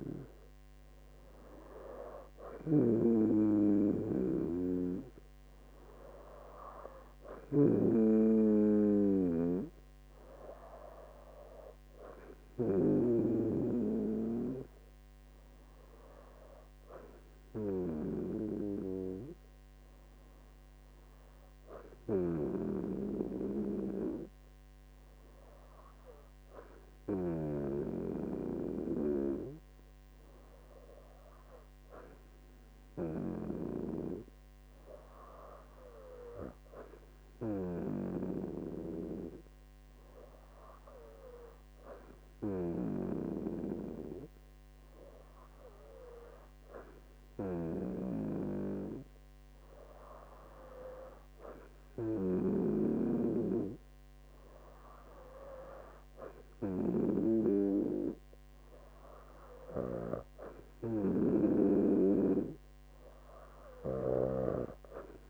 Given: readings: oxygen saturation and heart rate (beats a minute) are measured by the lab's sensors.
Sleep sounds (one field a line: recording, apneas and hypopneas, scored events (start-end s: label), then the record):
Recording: breathing in sleep by a microphone on the trachea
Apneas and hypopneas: none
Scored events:
none scored
From the record:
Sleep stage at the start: N2 (light sleep)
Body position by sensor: on the right side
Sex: female